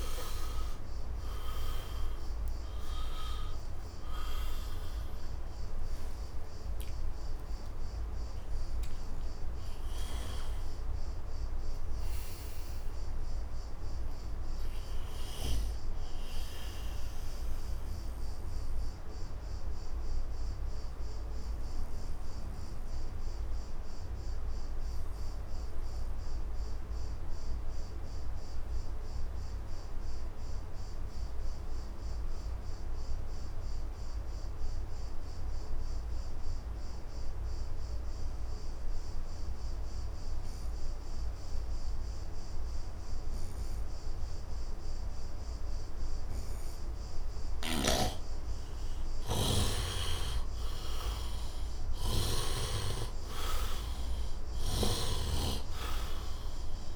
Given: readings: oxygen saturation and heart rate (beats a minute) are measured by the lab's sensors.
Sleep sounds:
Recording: breathing in sleep by a room microphone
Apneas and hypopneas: 1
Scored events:
0.00-3.00 s: arousal
0.00-22.00 s: oxygen desaturation (device-marked, oxygen 72% lowest, heart rate 69 extreme)
17.50-48.00 s: obstructive apnea (oxygen 92% before, 72% lowest, heart rate 84 before, 69 extreme, up 10 after)
26.00-56.96 s: new sleep stage, N2 (light sleep)
38.00-56.96 s: oxygen desaturation (device-marked, oxygen 99% before, 74% lowest, heart rate 71 before, 74 extreme)
47.50-55.00 s: snoring (device-marked)
50.00-54.50 s: arousal
From the record:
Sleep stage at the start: N1 (lightest sleep)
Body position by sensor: on the right side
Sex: male

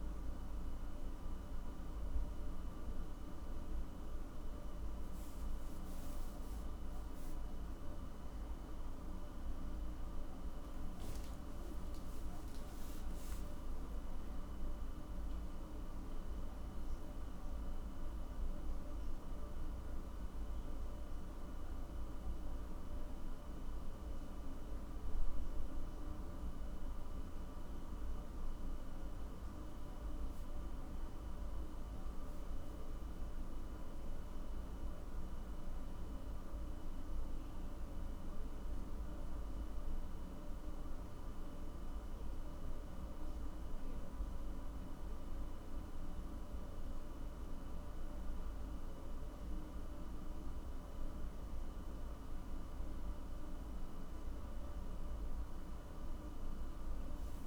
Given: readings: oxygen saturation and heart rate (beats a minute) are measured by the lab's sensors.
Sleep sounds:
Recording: a person awake in a sleep study, hard to hear, by a room microphone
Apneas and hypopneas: none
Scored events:
none scored
From the record:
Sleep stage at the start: awake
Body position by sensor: on the back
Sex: male

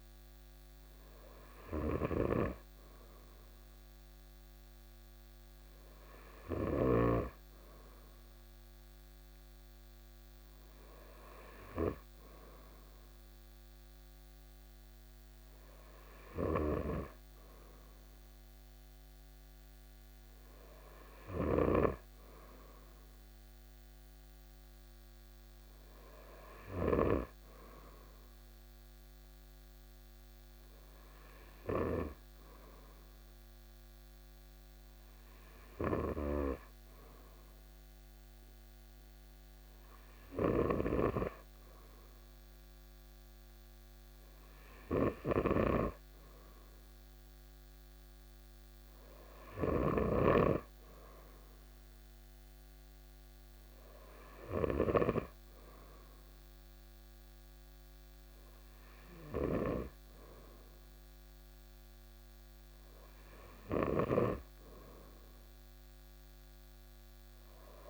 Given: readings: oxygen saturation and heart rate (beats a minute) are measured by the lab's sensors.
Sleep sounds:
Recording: breathing in sleep by a microphone on the trachea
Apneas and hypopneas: none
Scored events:
none scored
From the record:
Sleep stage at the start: N2 (light sleep)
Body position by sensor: on the right side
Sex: male

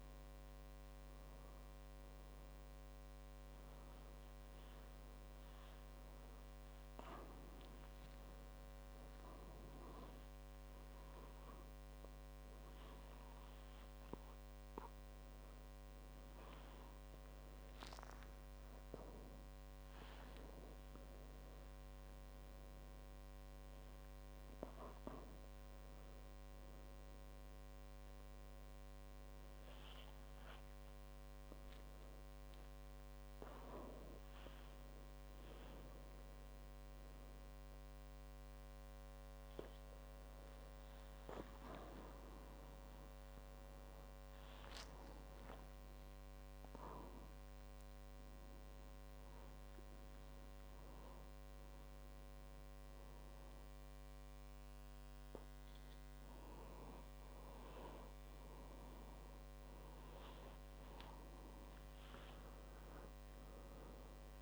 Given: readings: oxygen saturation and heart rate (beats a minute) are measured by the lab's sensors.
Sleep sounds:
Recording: a person awake in a sleep study, by a microphone on the trachea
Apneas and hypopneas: none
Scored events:
none scored
From the record:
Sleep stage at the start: awake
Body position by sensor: on the back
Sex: male

